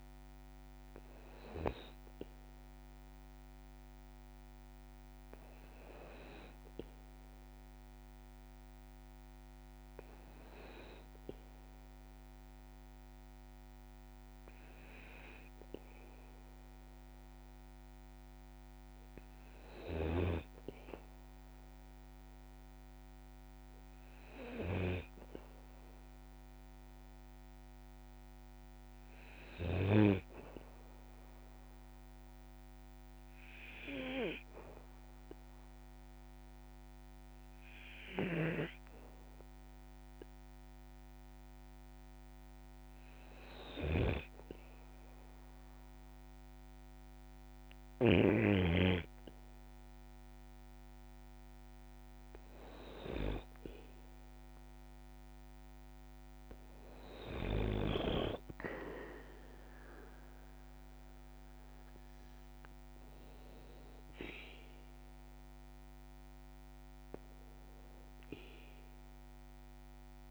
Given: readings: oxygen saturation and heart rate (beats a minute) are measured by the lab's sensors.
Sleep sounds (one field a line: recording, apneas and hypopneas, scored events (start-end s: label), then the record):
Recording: breathing in sleep by a microphone on the trachea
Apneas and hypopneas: 1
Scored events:
29.00-42.50 s: obstructive apnea (oxygen 97% before, 94% lowest, heart rate 55 before, 55 extreme, up 1 after)
44.50-47.00 s: arousal
From the record:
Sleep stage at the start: N2 (light sleep)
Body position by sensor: on the back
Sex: male